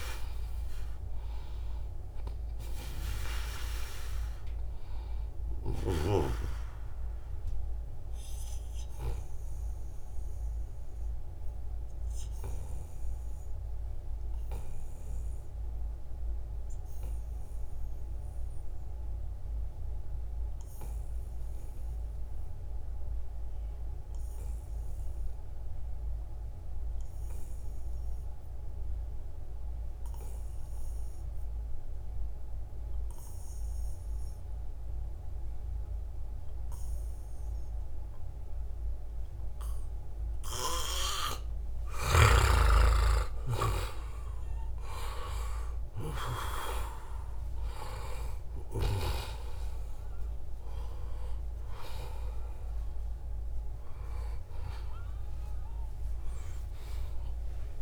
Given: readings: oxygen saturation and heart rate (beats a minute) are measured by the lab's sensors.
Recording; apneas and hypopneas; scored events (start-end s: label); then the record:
a person partly awake in a sleep study, by a room microphone; 1
0.00-18.00 s: oxygen desaturation (device-marked, oxygen 88% lowest, heart rate 69 extreme)
2.00-4.00 s: long interval between heartbeats (device-marked, heart rate 71 before, 90 extreme)
8.00-40.50 s: obstructive apnea (oxygen 97% before, 88% lowest, heart rate 78 before, 69 extreme, up 30 after)
37.00-57.82 s: oxygen desaturation (device-marked, oxygen 97% before, 88% lowest, heart rate 72 before, 80 extreme)
40.00-57.82 s: new sleep stage, awake
40.50-42.50 s: long interval between heartbeats (device-marked, heart rate 72 before, 88 extreme)
44.00-46.00 s: long interval between heartbeats (device-marked, heart rate 75 before, 88 extreme)
55.00-57.00 s: long interval between heartbeats (device-marked, heart rate 83 before, 102 extreme)
From the record:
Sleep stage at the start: N2 (light sleep); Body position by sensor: on the back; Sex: male